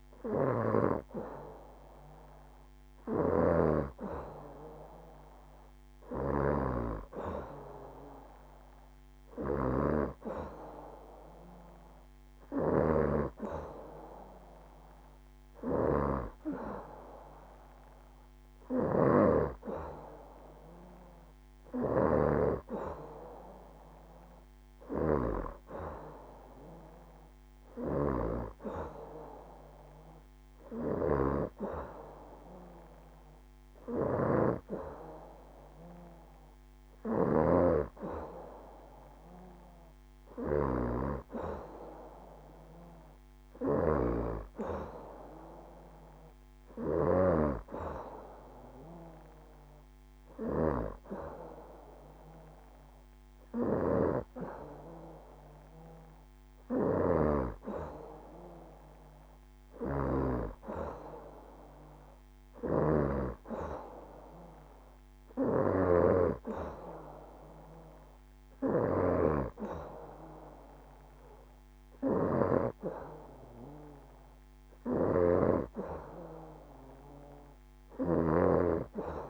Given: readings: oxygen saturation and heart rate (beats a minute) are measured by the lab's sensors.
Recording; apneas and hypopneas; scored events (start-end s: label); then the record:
breathing in sleep by a microphone on the trachea; none
none scored
From the record:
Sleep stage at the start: N2 (light sleep); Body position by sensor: on the back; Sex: female